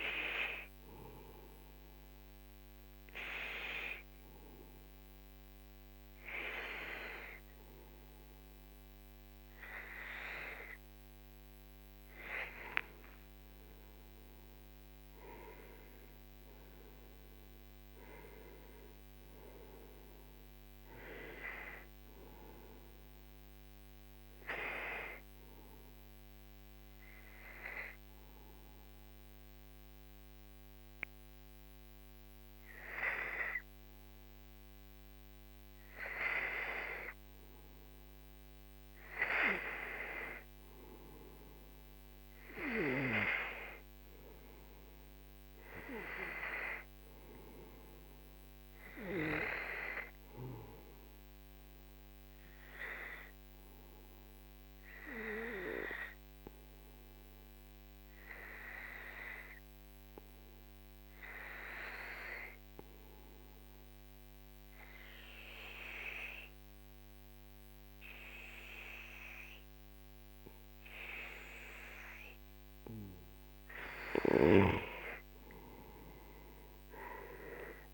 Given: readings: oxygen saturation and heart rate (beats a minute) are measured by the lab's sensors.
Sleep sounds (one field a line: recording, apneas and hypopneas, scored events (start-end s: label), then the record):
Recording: breathing in sleep by a microphone on the trachea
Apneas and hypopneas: 3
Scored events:
0.00-9.00 s: oxygen desaturation (device-marked, oxygen 94% lowest, heart rate 51 extreme)
1.50-12.50 s: hypopnea (oxygen 98% before, 92% lowest, heart rate 57 before, 51 extreme, up 5 after)
14.00-18.00 s: arousal
27.00-40.00 s: hypopnea (oxygen 95% before, 90% lowest, heart rate 59 before, 51 extreme, up 9 after)
43.50-47.50 s: arousal
46.00-60.00 s: oxygen desaturation (device-marked, oxygen 96% before, 92% lowest, heart rate 54 before, 56 extreme)
54.50-73.00 s: obstructive apnea (oxygen 96% before, 90% lowest, heart rate 57 before, 45 extreme, up 6 after)
70.00-77.94 s: oxygen desaturation (device-marked, oxygen 95% before, 90% lowest, heart rate 57 before, 45 extreme)
76.00-77.94 s: arousal
From the record:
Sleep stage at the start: N2 (light sleep)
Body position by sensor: on the back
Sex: male